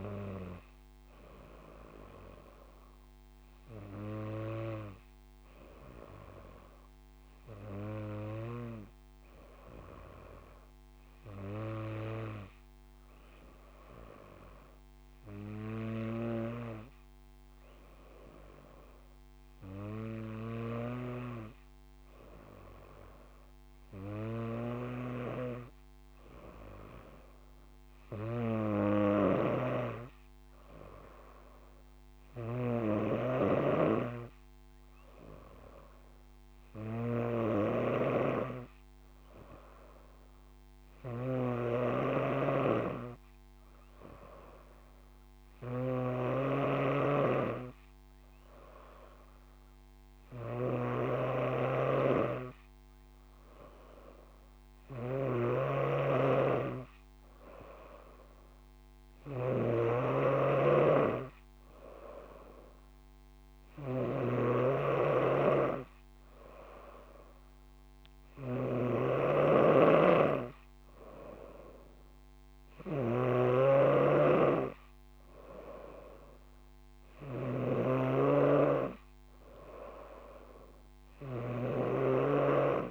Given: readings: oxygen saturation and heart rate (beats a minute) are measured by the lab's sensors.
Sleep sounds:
breathing in sleep by a microphone on the trachea; none
21.00-82.91 s: snoring (device-marked)
From the record:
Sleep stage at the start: N2 (light sleep); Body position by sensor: on the front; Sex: female

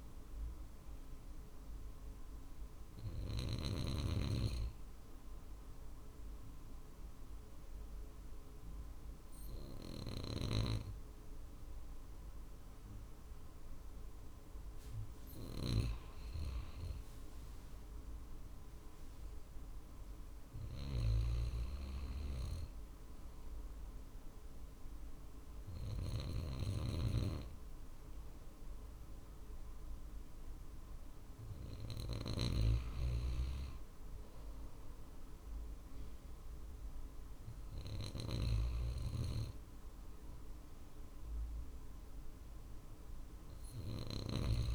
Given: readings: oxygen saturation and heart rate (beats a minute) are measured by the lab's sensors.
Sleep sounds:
breathing in sleep by a room microphone; 1
0.00-3.00 s: snoring (device-marked)
5.00-15.00 s: obstructive apnea (oxygen 96% before, 93% lowest, heart rate 50 before, 49 extreme, up 2 after)
16.50-20.50 s: arousal
21.00-32.00 s: drop in pulse transit time (device-marked, heart rate 50 before, 49 extreme)
26.00-44.00 s: snoring (device-marked)
From the record:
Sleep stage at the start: N2 (light sleep); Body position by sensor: on the right side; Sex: male

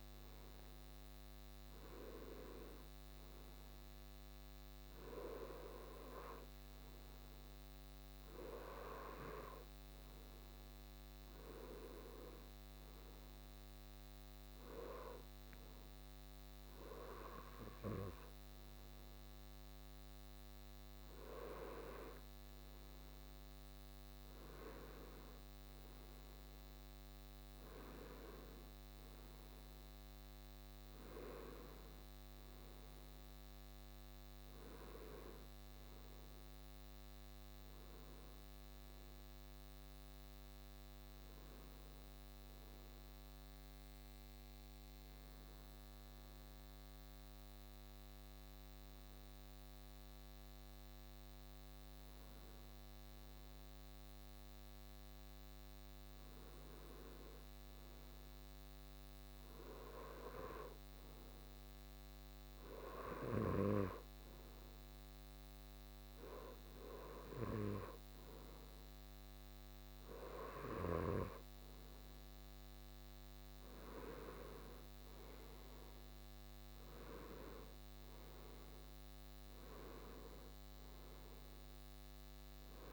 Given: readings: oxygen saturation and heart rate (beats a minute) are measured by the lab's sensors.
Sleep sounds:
breathing in sleep by a microphone on the trachea; 1
23.00-30.00 s: arousal
43.50-58.50 s: hypopnea (oxygen 97% before, 95% lowest)
74.50-82.93 s: new sleep stage, awake
From the record:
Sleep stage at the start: N2 (light sleep); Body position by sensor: on the right side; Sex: male

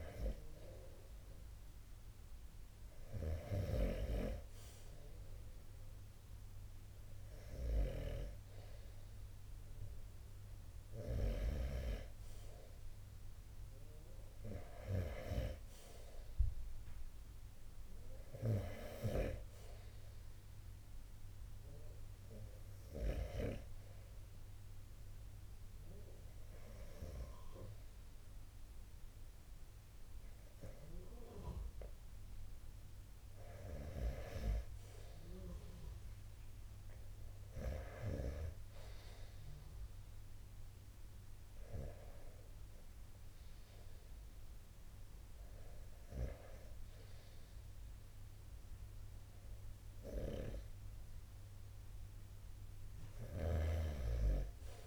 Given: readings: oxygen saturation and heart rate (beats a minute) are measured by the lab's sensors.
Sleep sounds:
breathing in sleep by a room microphone; 1
0.00-8.50 s: oxygen desaturation (device-marked, oxygen 88% lowest, heart rate 34 extreme)
22.00-33.00 s: obstructive apnea (oxygen 93% before, 86% lowest, heart rate 50 before, 34 extreme, up 34 after)
35.50-39.00 s: arousal
52.00-54.87 s: snoring (device-marked)
From the record:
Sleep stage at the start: REM sleep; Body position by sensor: on the right side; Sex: male

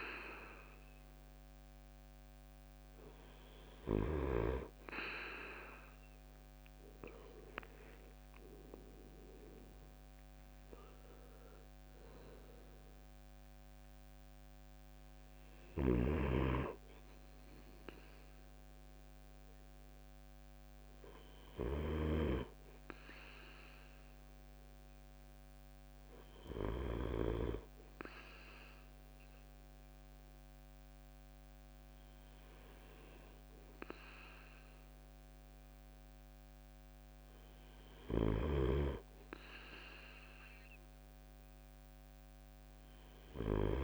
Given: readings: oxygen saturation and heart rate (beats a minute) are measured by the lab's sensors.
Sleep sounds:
breathing in sleep by a microphone on the trachea; none
0.00-4.00 s: snoring (device-marked)
9.50-23.50 s: drop in pulse transit time (device-marked, heart rate 66 before, 64 extreme)
15.00-26.50 s: snoring (device-marked)
37.50-43.84 s: snoring (device-marked)
From the record:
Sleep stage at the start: N2 (light sleep); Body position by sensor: on the right side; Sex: male

